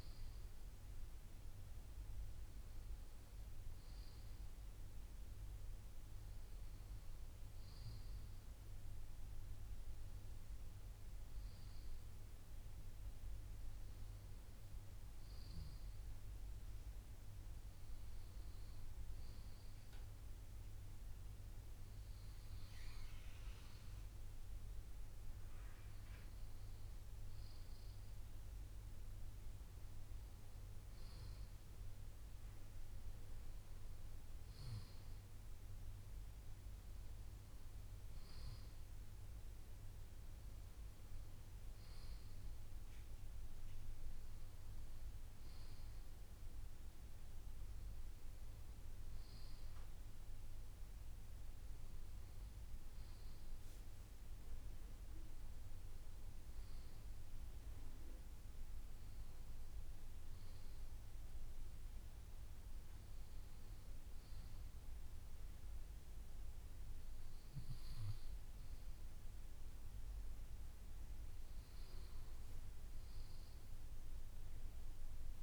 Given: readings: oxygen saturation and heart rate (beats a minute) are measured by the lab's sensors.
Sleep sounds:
breathing in sleep, hard to hear, by a room microphone; none
none scored
From the record:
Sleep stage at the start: N2 (light sleep); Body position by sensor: on the left side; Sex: male

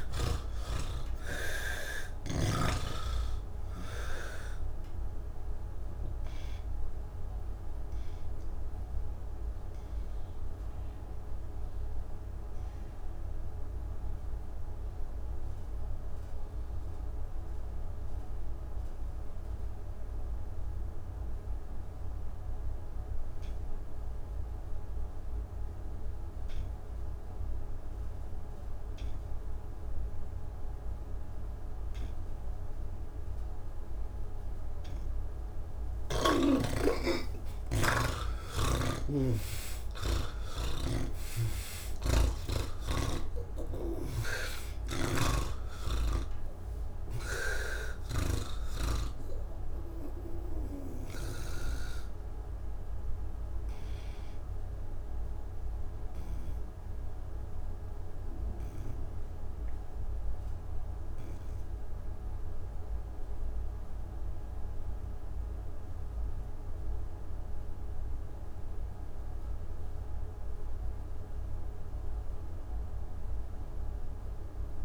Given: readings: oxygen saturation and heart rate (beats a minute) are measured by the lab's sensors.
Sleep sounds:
breathing in sleep by a room microphone; none
0.00-2.00 s: snoring (device-marked)
0.00-21.00 s: oxygen desaturation (device-marked, oxygen 80% lowest, heart rate 72 extreme)
28.00-65.00 s: oxygen desaturation (device-marked, oxygen 98% before, 80% lowest, heart rate 74 before, 35 extreme)
40.50-51.00 s: snoring (device-marked)
42.00-74.84 s: new sleep stage, N2 (light sleep)
From the record:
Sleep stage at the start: N1 (lightest sleep); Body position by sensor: on the back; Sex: male

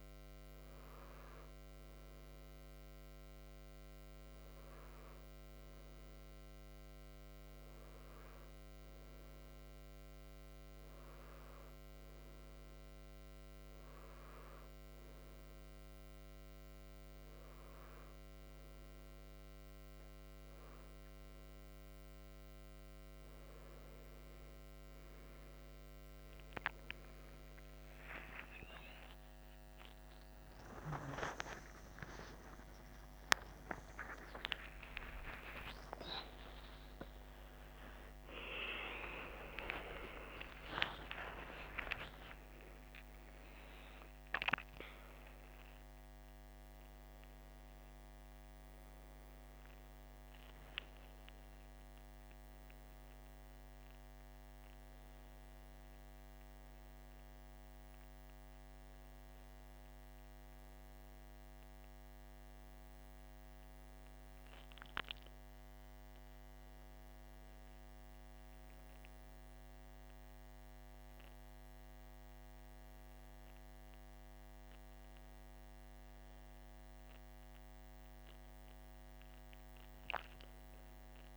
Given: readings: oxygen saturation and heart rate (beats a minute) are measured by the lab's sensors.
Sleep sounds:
a person partly awake in a sleep study, by a microphone on the trachea; none
30.00-60.00 s: new sleep stage, awake
31.00-47.00 s: tachycardia (device-marked, heart rate 52 before, 140 extreme)
60.00-81.37 s: new sleep stage, N1 (lightest sleep)
From the record:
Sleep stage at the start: N3 (deep sleep); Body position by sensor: on the back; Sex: male

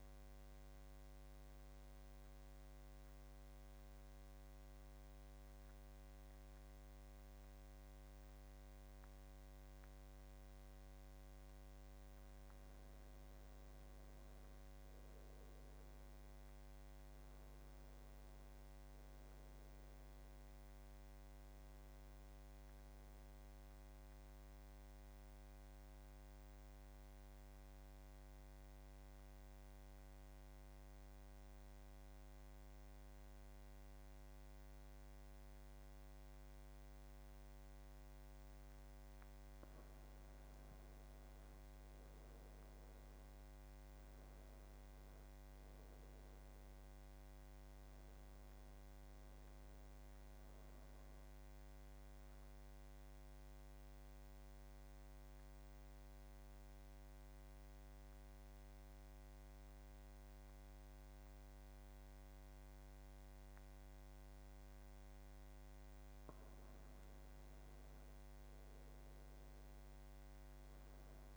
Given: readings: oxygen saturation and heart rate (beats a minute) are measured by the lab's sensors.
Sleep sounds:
breathing in sleep, hard to hear, by a microphone on the trachea; 3
2.00-12.50 s: central apnea (oxygen 93% before, 90% lowest, heart rate 89 before, 71 extreme, up 15 after)
14.50-18.00 s: arousal
22.50-33.50 s: oxygen desaturation (device-marked, oxygen 96% before, 91% lowest, heart rate 78 before, 74 extreme)
24.00-38.50 s: central apnea (oxygen 97% before, 89% lowest, heart rate 79 before, 74 extreme, up 11 after)
40.50-45.00 s: arousal
46.50-61.50 s: oxygen desaturation (device-marked, oxygen 95% before, 90% lowest, heart rate 78 before, 74 extreme)
51.50-65.50 s: central apnea (oxygen 95% before, 88% lowest, heart rate 80 before, 75 extreme, up 10 after)
67.00-71.36 s: arousal
From the record:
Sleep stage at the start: N2 (light sleep); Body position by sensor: on the back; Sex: male

